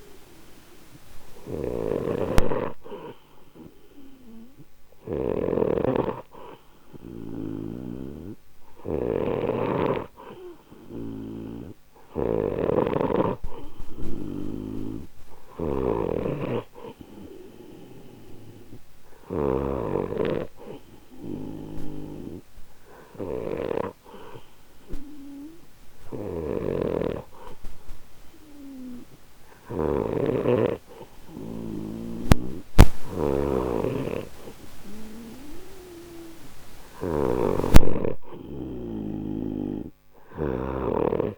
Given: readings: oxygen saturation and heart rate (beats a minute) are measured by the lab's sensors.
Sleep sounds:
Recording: breathing in sleep by a microphone on the trachea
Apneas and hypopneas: none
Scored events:
0.00-19.50 s: snoring (device-marked)
26.50-41.38 s: snoring (device-marked)
From the record:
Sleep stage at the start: N3 (deep sleep)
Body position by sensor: on the right side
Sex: male

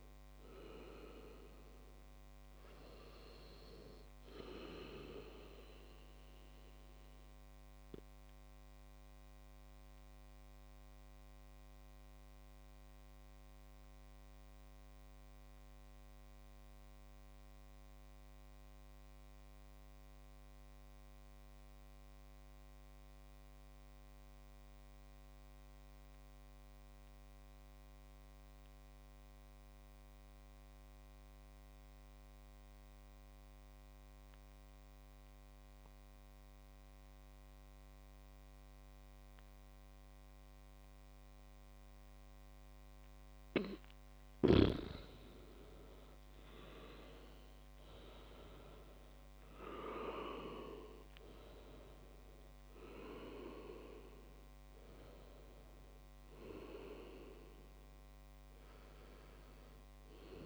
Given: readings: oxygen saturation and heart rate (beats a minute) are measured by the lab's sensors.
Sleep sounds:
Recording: breathing in sleep by a microphone on the trachea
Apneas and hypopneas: 1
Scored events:
7.00-42.50 s: mixed apnea (oxygen 100% before, 94% lowest, heart rate 62 before, 58 extreme, up 21 after)
39.50-60.46 s: oxygen desaturation (device-marked, oxygen 98% before, 94% lowest, heart rate 63 before, 60 extreme)
45.00-48.50 s: arousal
From the record:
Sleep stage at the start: N2 (light sleep)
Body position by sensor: on the back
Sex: male

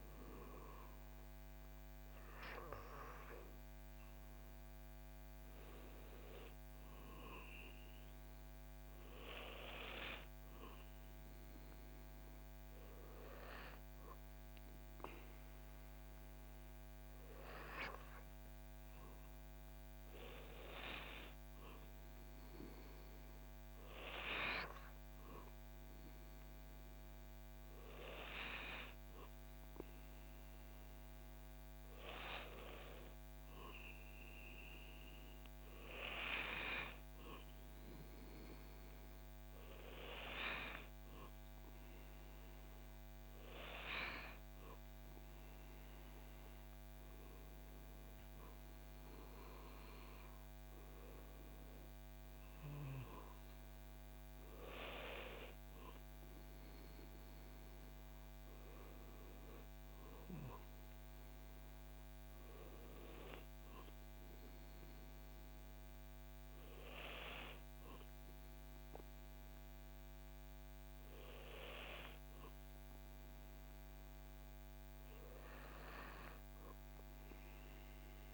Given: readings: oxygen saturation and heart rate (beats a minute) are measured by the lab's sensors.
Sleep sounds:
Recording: breathing in sleep by a microphone on the trachea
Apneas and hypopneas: none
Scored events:
none scored
From the record:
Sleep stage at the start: N2 (light sleep)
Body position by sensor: on the back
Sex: male

